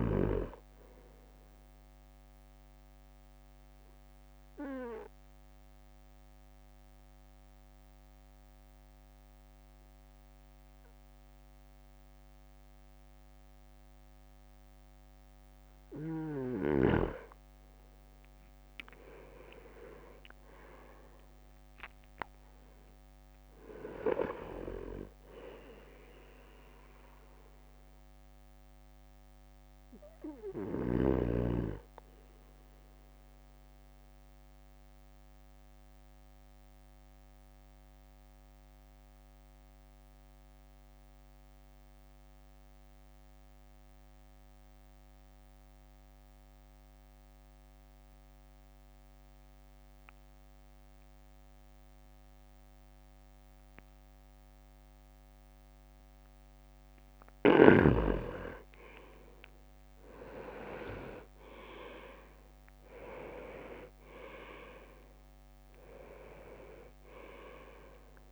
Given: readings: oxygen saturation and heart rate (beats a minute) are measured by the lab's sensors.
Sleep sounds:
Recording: breathing in sleep by a microphone on the trachea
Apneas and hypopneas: 2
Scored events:
3.00-16.50 s: obstructive apnea (oxygen 99% before, 95% lowest, heart rate 54 before, 51 extreme, up 11 after)
18.00-19.50 s: leg movement (device-marked)
18.50-30.50 s: drop in pulse transit time (device-marked, heart rate 54 before, 52 extreme)
19.00-23.00 s: arousal
20.00-22.00 s: leg movement (device-marked)
33.00-56.50 s: obstructive apnea (oxygen 99% before, 95% lowest, heart rate 57 before, 51 extreme, up 8 after)
60.00-61.50 s: leg movement (device-marked)
61.00-65.50 s: arousal
61.50-63.00 s: leg movement (device-marked)
61.50-68.32 s: drop in pulse transit time (device-marked, heart rate 53 before, 57 extreme)
From the record:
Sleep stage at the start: N2 (light sleep)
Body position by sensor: on the right side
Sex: male

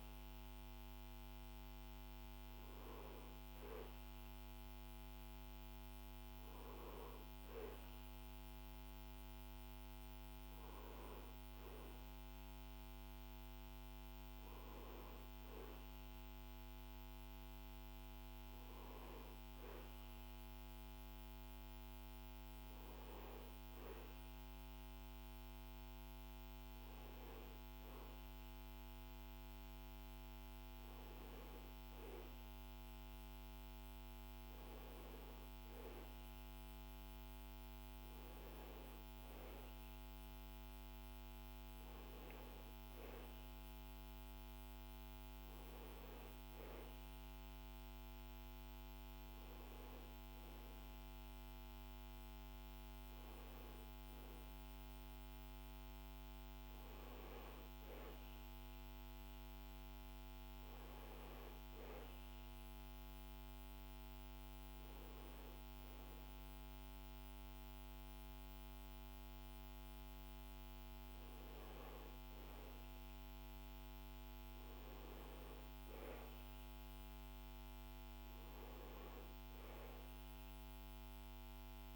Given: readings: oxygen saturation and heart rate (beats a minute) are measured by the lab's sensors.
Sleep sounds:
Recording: breathing in sleep, hard to hear, by a microphone on the trachea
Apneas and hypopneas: none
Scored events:
none scored
From the record:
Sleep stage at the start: N2 (light sleep)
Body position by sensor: on the back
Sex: male

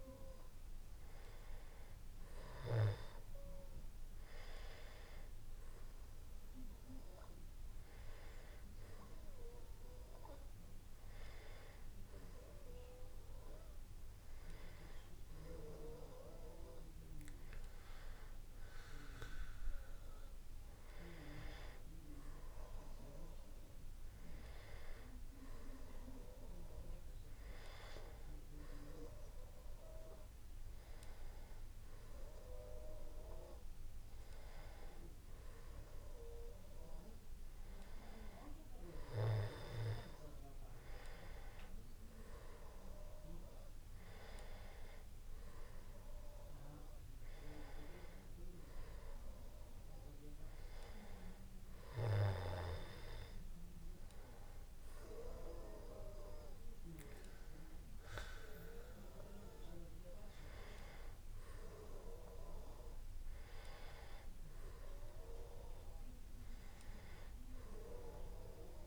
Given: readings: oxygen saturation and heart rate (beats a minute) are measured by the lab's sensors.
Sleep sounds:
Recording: a person awake in a sleep study, by a room microphone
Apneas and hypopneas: none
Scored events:
none scored
From the record:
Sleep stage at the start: awake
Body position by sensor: on the back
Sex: male

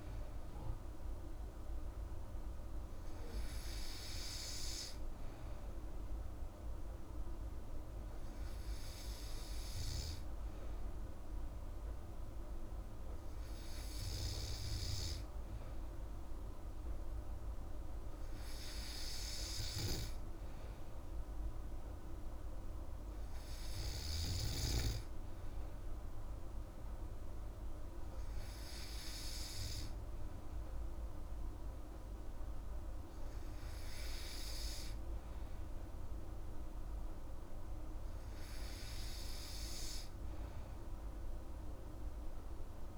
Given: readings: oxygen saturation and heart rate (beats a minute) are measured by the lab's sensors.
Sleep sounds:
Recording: breathing in sleep, hard to hear, by a room microphone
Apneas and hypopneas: none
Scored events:
10.00-42.97 s: new sleep stage, N3 (deep sleep)
From the record:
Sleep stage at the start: N2 (light sleep)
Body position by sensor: on the back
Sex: female

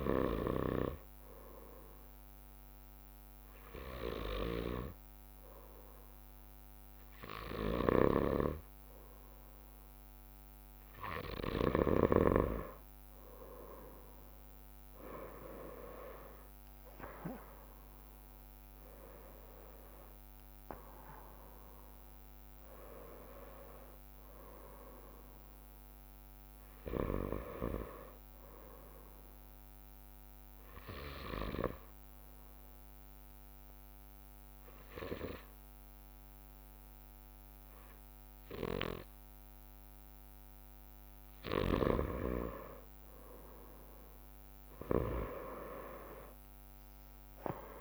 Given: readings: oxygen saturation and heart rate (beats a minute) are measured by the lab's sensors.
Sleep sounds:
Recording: breathing in sleep by a microphone on the trachea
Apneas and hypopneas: 1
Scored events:
0.00-2.50 s: drop in pulse transit time (device-marked, heart rate 60 extreme)
8.00-12.50 s: snoring (device-marked)
19.50-24.00 s: arousal
23.50-43.50 s: bradycardia (device-marked, heart rate 61 before, 55 extreme)
32.00-42.50 s: obstructive apnea (oxygen 97% before, 94% lowest, heart rate 61 before, 55 extreme, up 5 after)
44.00-47.81 s: arousal
From the record:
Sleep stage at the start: N2 (light sleep)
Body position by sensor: on the right side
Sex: male

